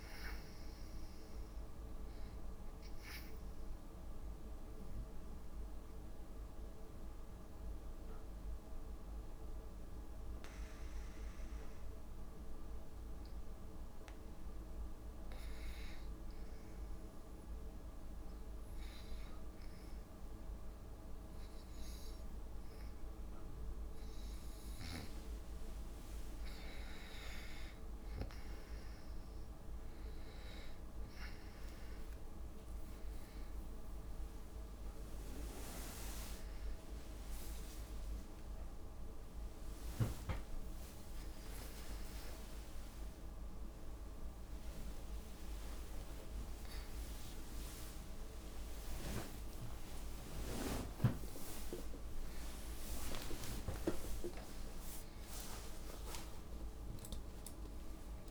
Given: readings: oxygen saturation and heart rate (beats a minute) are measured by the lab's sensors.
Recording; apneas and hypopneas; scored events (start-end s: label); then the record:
a person awake in a sleep study, by a room microphone; 1
0.00-13.50 s: oxygen desaturation (device-marked, oxygen 85% lowest, heart rate 56 extreme)
5.50-25.50 s: obstructive apnea (oxygen 97% before, 86% lowest, heart rate 68 before, 59 extreme, up 9 after)
25.50-58.31 s: new sleep stage, awake
35.50-48.50 s: oxygen desaturation (device-marked, oxygen 98% before, 93% lowest, heart rate 64 before, 103 extreme)
38.50-58.31 s: tachycardia (device-marked, heart rate 68 before, 173 extreme)
42.50-43.50 s: drop in pulse transit time (device-marked, heart rate 70 before, 123 extreme)
42.50-44.50 s: long interval between heartbeats (device-marked, heart rate 70 before, 123 extreme)
45.00-47.00 s: long interval between heartbeats (device-marked, heart rate 77 before, 150 extreme)
47.50-50.50 s: drop in pulse transit time (device-marked, heart rate 92 before, 139 extreme)
49.00-51.00 s: long interval between heartbeats (device-marked, heart rate 97 before, 139 extreme)
54.00-56.00 s: long interval between heartbeats (device-marked, heart rate 114 before, 135 extreme)
56.00-58.00 s: long interval between heartbeats (device-marked, heart rate 120 before, 139 extreme)
From the record:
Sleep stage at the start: N2 (light sleep); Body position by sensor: on the back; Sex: female